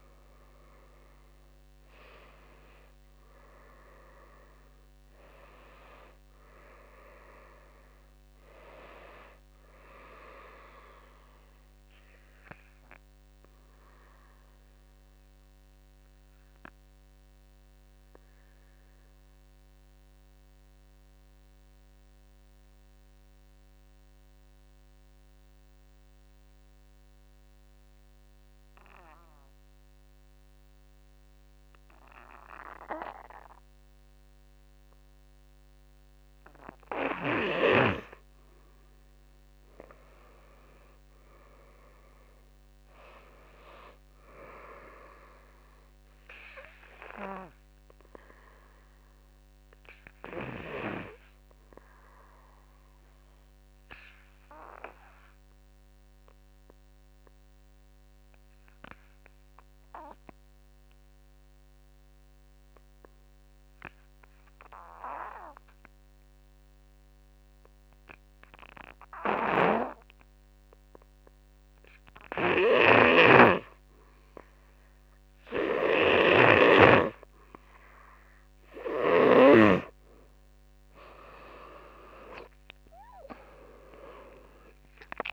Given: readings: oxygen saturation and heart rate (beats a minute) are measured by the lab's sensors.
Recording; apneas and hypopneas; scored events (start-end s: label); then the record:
breathing in sleep by a microphone on the trachea; 2
0.00-19.50 s: oxygen desaturation (device-marked, oxygen 89% lowest, heart rate 46 extreme)
2.50-15.50 s: drop in pulse transit time (device-marked, heart rate 52 before, 53 extreme)
12.00-37.00 s: obstructive apnea (oxygen 98% before, 86% lowest, heart rate 56 before, 46 extreme, up 14 after)
35.50-62.50 s: oxygen desaturation (device-marked, oxygen 99% before, 88% lowest, heart rate 49 before, 49 extreme)
39.50-42.50 s: arousal
43.50-65.50 s: drop in pulse transit time (device-marked, heart rate 53 before, 49 extreme)
47.00-73.50 s: obstructive apnea (oxygen 99% before, 86% lowest, heart rate 55 before, 46 extreme, up 11 after)
72.00-79.00 s: snoring (device-marked)
74.50-85.33 s: oxygen desaturation (device-marked, oxygen 97% before, 86% lowest, heart rate 52 before, 46 extreme)
80.50-84.00 s: arousal
82.50-85.33 s: drop in pulse transit time (device-marked, heart rate 55 before, 46 extreme)
From the record:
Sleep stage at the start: N2 (light sleep); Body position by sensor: on the back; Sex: male